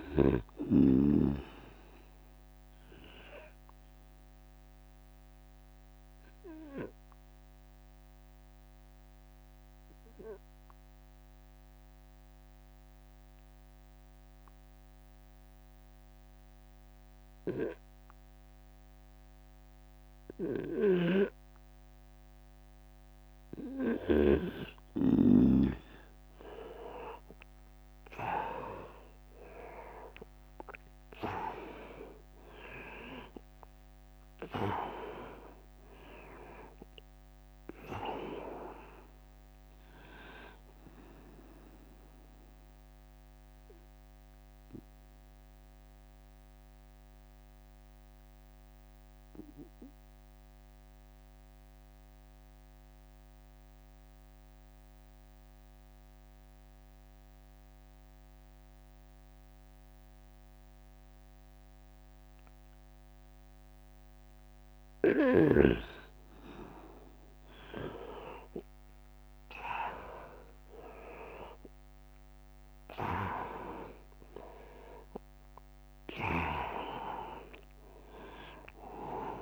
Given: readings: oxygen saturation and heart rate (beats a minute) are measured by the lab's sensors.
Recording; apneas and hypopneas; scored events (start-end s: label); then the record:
breathing in sleep by a microphone on the trachea; 2
0.00-13.50 s: oxygen desaturation (device-marked, oxygen 93% lowest, heart rate 56 extreme)
1.00-21.50 s: obstructive apnea (oxygen 100% before, 93% lowest, heart rate 63 before, 56 extreme, up 24 after)
3.50-5.50 s: long interval between heartbeats (device-marked, heart rate 63 before, 59 extreme)
5.50-8.50 s: bradycardia (device-marked, heart rate 75 before, 70 extreme)
7.00-9.00 s: long interval between heartbeats (device-marked, heart rate 66 before, 72 extreme)
12.00-14.00 s: long interval between heartbeats (device-marked, heart rate 64 before, 66 extreme)
14.50-16.50 s: long interval between heartbeats (device-marked, heart rate 62 before, 61 extreme)
20.00-24.50 s: snoring (device-marked)
21.00-23.00 s: long interval between heartbeats (device-marked, heart rate 62 before, 64 extreme)
25.50-27.50 s: long interval between heartbeats (device-marked, heart rate 64 before, 68 extreme)
27.00-31.00 s: arousal
27.50-31.50 s: tachycardia (device-marked, heart rate 75 before, 107 extreme)
27.50-53.50 s: oxygen desaturation (device-marked, oxygen 100% before, 93% lowest, heart rate 64 before, 48 extreme)
29.00-31.00 s: long interval between heartbeats (device-marked, heart rate 64 before, 83 extreme)
41.50-43.50 s: long interval between heartbeats (device-marked, heart rate 83 before, 82 extreme)
43.00-63.50 s: obstructive apnea (oxygen 100% before, 91% lowest, heart rate 84 before, 48 extreme, up 9 after)
44.50-51.50 s: bradycardia (device-marked, heart rate 75 before, 50 extreme)
45.50-47.50 s: long interval between heartbeats (device-marked, heart rate 85 before, 64 extreme)
48.00-50.00 s: long interval between heartbeats (device-marked, heart rate 85 before, 58 extreme)
59.00-61.00 s: long interval between heartbeats (device-marked, heart rate 67 before, 72 extreme)
64.50-66.50 s: long interval between heartbeats (device-marked, heart rate 63 before, 61 extreme)
67.50-71.50 s: arousal
69.50-79.42 s: drop in pulse transit time (device-marked, heart rate 63 before, 63 extreme)
70.50-79.42 s: oxygen desaturation (device-marked, oxygen 100% before, 91% lowest, heart rate 64 before, 47 extreme)
From the record:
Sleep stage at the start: N2 (light sleep); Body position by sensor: on the right side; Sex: male